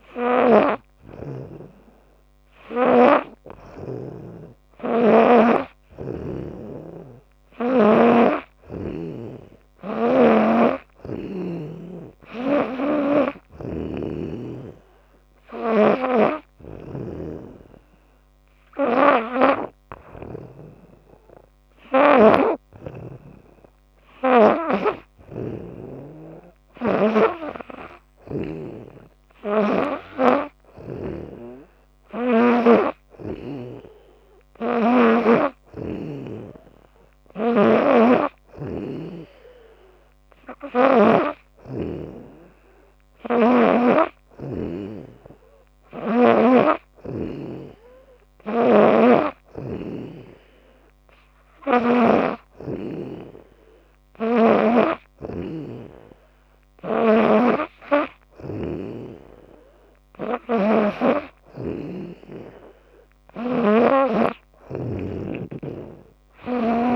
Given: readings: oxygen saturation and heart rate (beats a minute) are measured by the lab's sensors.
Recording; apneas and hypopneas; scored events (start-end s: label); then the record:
breathing in sleep by a microphone on the trachea; none
0.00-3.50 s: snoring (device-marked)
15.50-22.00 s: snoring (device-marked)
29.00-32.50 s: snoring (device-marked)
37.00-41.00 s: snoring (device-marked)
48.00-52.00 s: snoring (device-marked)
56.50-66.96 s: snoring (device-marked)
From the record:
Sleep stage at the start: N3 (deep sleep); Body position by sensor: on the back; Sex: female